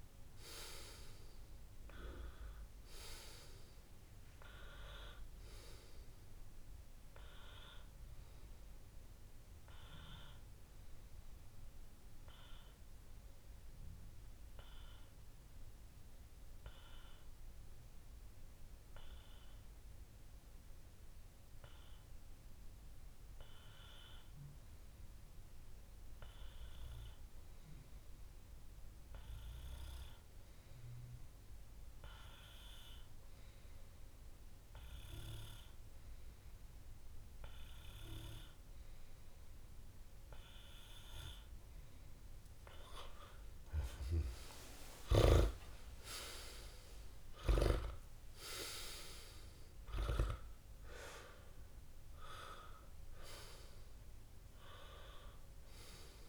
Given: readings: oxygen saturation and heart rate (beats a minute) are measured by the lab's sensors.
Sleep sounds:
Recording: breathing in sleep by a room microphone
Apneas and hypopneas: 1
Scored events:
1.50-3.50 s: long interval between heartbeats (device-marked)
3.50-5.50 s: long interval between heartbeats (device-marked)
10.50-38.00 s: obstructive apnea (oxygen 98% before, 95% lowest)
13.50-15.50 s: long interval between heartbeats (device-marked)
20.50-22.50 s: long interval between heartbeats (device-marked)
43.50-47.00 s: arousal
From the record:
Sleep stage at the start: N2 (light sleep)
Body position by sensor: on the back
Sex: male

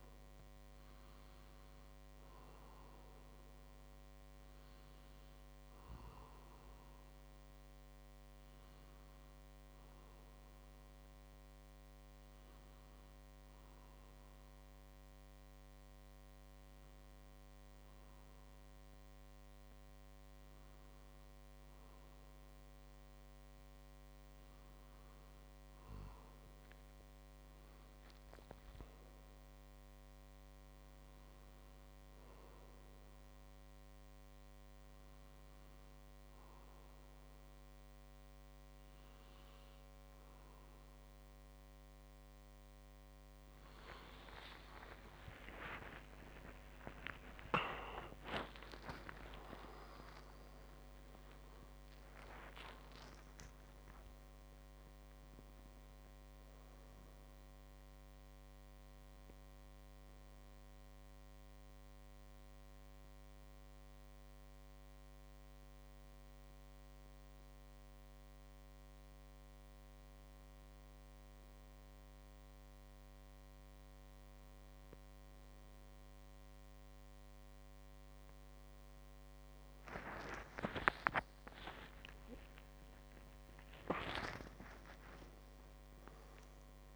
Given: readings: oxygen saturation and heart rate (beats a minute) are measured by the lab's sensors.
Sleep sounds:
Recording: a person awake in a sleep study, by a microphone on the trachea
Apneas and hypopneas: 1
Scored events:
0.00-11.00 s: oxygen desaturation (device-marked, oxygen 94% lowest, heart rate 44 extreme)
9.50-22.00 s: hypopnea (oxygen 98% before, 95% lowest, heart rate 45 before, 39 extreme, up 2 after)
24.50-29.00 s: arousal
35.00-86.96 s: new sleep stage, awake
From the record:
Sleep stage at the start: N1 (lightest sleep)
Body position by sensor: on the back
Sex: male

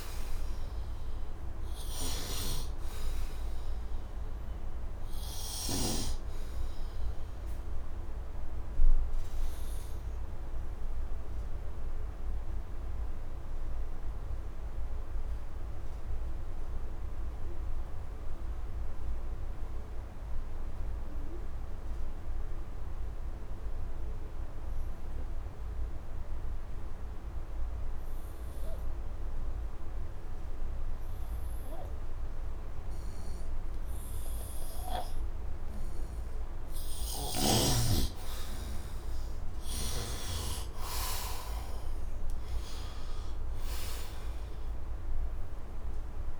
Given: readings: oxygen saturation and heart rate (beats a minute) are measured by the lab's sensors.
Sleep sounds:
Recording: breathing in sleep by a room microphone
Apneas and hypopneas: 1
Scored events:
0.00-18.50 s: oxygen desaturation (device-marked, oxygen 76% lowest, heart rate 72 extreme)
7.00-36.00 s: obstructive apnea (oxygen 99% before, 76% lowest, heart rate 80 before, 72 extreme, up 10 after)
30.50-46.40 s: oxygen desaturation (device-marked, oxygen 99% before, 76% lowest, heart rate 74 before, 70 extreme)
37.50-42.50 s: arousal
From the record:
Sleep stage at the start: N2 (light sleep)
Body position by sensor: on the right side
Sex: male

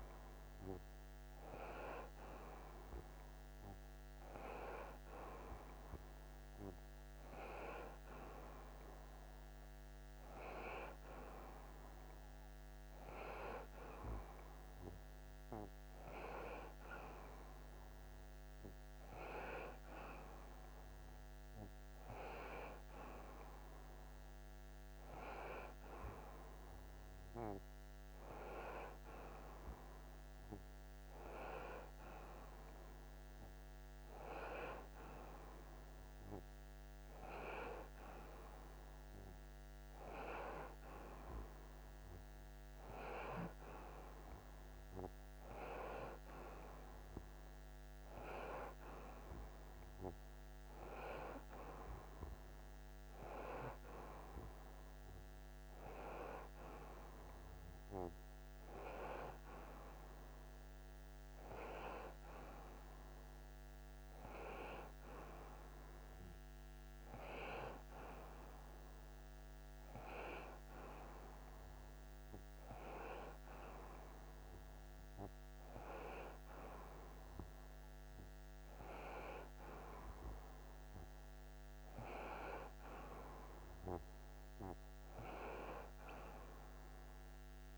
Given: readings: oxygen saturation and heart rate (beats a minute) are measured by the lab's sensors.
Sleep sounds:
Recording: breathing in sleep by a microphone on the trachea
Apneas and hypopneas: none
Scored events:
none scored
From the record:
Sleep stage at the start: N1 (lightest sleep)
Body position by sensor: on the front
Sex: male

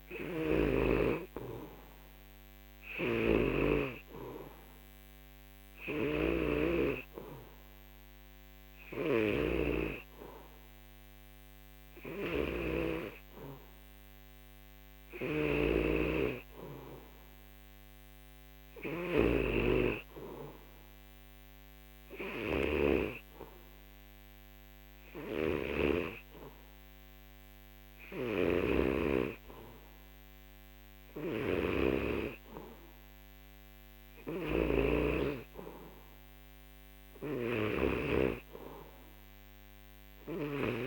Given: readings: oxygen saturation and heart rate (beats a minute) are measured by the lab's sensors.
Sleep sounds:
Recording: breathing in sleep by a microphone on the trachea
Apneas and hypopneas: none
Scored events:
0.00-26.00 s: snoring (device-marked)
28.00-40.87 s: snoring (device-marked)
From the record:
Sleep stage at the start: N3 (deep sleep)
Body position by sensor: on the back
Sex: male

